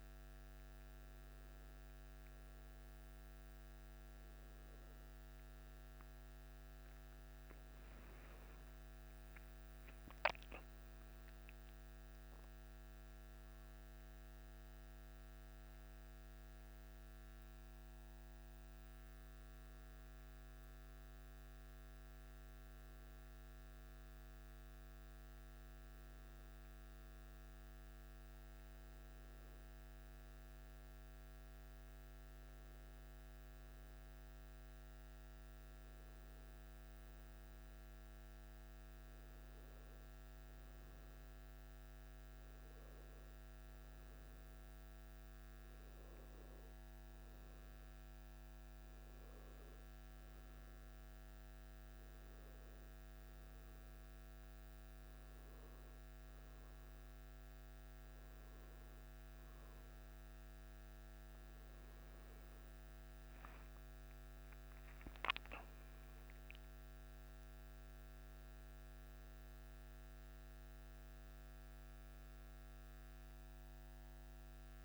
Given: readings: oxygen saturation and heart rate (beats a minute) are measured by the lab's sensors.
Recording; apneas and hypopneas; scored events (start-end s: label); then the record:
a person awake in a sleep study, hard to hear, by a microphone on the trachea; none
none scored
From the record:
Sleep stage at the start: awake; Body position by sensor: on the back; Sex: male